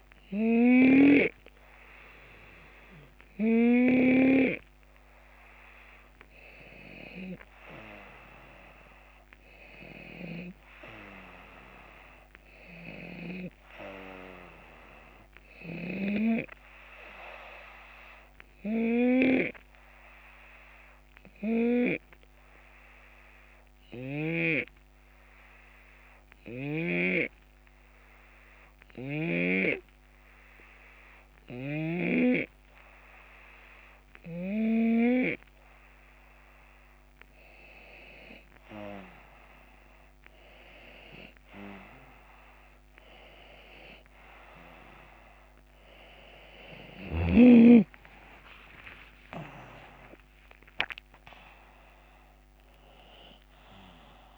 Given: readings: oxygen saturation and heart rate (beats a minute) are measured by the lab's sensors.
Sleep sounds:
breathing in sleep by a microphone on the trachea; 1
0.00-1.00 s: snoring (device-marked)
6.50-11.50 s: arousal
18.50-34.00 s: hypopnea (oxygen 94% before, 89% lowest, heart rate 78 before, 71 extreme, up 8 after)
38.00-49.00 s: drop in pulse transit time (device-marked, heart rate 74 before, 77 extreme)
48.00-50.00 s: long interval between heartbeats (device-marked, heart rate 76 before, 94 extreme)
48.00-54.37 s: new sleep stage, awake
From the record:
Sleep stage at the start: N2 (light sleep); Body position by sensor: on the left side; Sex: male

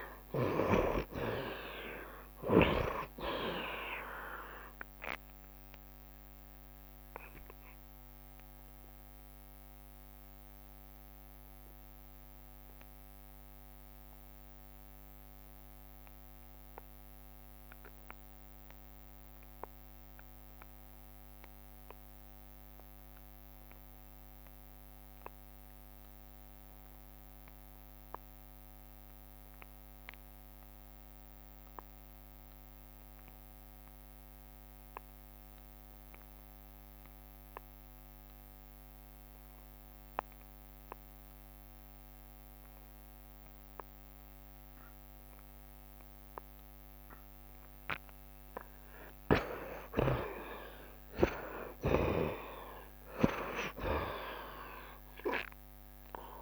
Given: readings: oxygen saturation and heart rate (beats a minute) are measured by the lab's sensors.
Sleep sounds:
breathing in sleep by a microphone on the trachea; 1
0.00-20.00 s: oxygen desaturation (device-marked, oxygen 62% lowest, heart rate 71 extreme)
7.00-48.00 s: obstructive apnea (oxygen 86% before, 58% lowest, heart rate 88 before, 71 extreme, up 23 after)
25.00-56.42 s: oxygen desaturation (device-marked, oxygen 89% before, 60% lowest, heart rate 75 before, 67 extreme)
49.00-51.00 s: long interval between heartbeats (device-marked, heart rate 75 before, 88 extreme)
49.50-53.50 s: arousal
51.50-53.50 s: long interval between heartbeats (device-marked, heart rate 77 before, 89 extreme)
From the record:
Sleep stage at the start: N2 (light sleep); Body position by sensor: on the right side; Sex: male

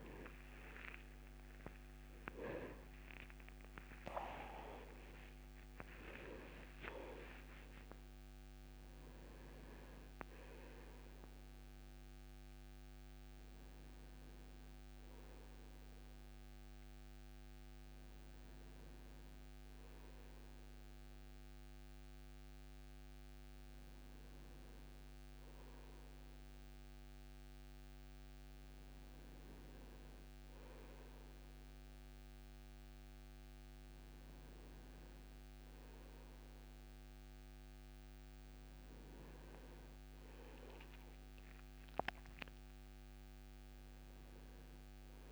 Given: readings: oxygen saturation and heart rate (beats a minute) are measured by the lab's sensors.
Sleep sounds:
breathing in sleep by a microphone on the trachea; none
1.00-6.00 s: arousal
From the record:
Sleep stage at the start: N1 (lightest sleep); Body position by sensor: on the front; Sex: male

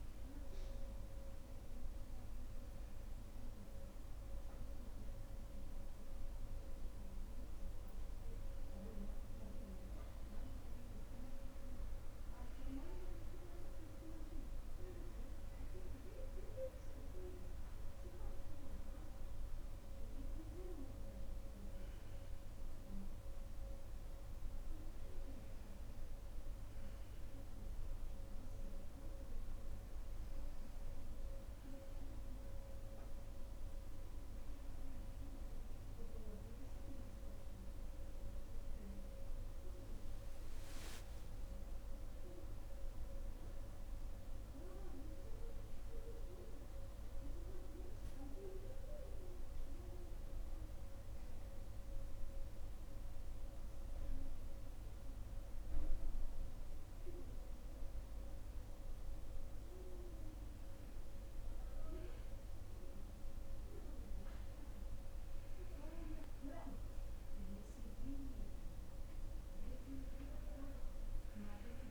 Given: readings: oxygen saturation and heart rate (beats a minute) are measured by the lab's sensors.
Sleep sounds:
breathing in sleep by a room microphone; none
37.50-41.50 s: arousal
From the record:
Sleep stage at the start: N2 (light sleep); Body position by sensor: on the back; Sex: female

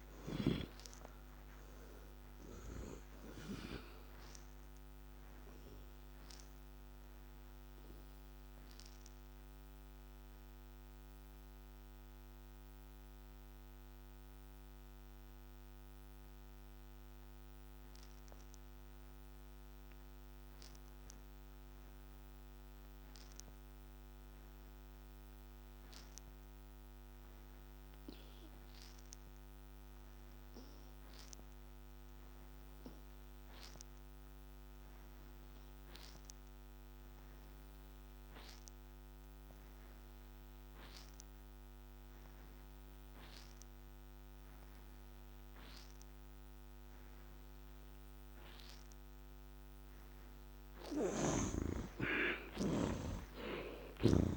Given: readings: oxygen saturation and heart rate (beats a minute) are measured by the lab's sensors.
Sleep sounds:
breathing in sleep by a microphone on the trachea; 1
0.00-2.50 s: snoring (device-marked)
0.00-23.50 s: oxygen desaturation (device-marked, oxygen 59% lowest, heart rate 61 extreme)
5.00-48.50 s: mixed apnea (oxygen 84% before, 58% lowest, heart rate 80 before, 61 extreme, up 11 after)
35.50-54.37 s: oxygen desaturation (device-marked, oxygen 91% before, 58% lowest, heart rate 63 before, 64 extreme)
50.50-54.00 s: snoring (device-marked)
52.00-54.37 s: arousal
From the record:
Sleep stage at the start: N2 (light sleep); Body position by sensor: on the back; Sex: male

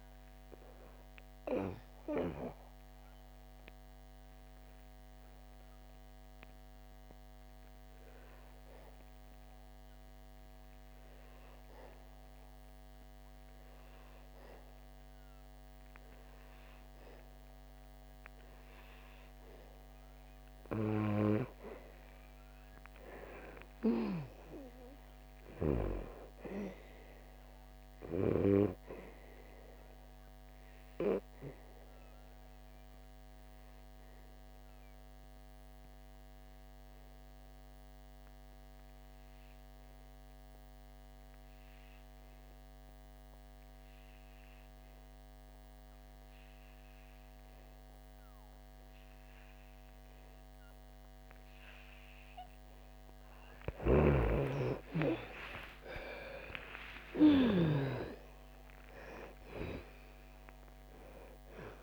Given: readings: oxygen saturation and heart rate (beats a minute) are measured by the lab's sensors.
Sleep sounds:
breathing in sleep by a microphone on the trachea; 2
0.00-13.00 s: oxygen desaturation (device-marked, oxygen 82% lowest, heart rate 62 extreme)
2.00-20.00 s: obstructive apnea (oxygen 99% before, 80% lowest, heart rate 94 before, 61 extreme, up 9 after)
22.00-26.00 s: arousal
23.00-43.00 s: oxygen desaturation (device-marked, oxygen 99% before, 90% lowest, heart rate 65 before, 61 extreme)
32.00-53.00 s: obstructive apnea (oxygen 99% before, 80% lowest, heart rate 69 before, 60 extreme, up 13 after)
45.00-61.82 s: oxygen desaturation (device-marked, oxygen 97% before, 80% lowest, heart rate 69 before, 60 extreme)
53.50-57.50 s: snoring (device-marked)
54.50-58.00 s: arousal
From the record:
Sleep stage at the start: N2 (light sleep); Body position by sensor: on the back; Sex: female

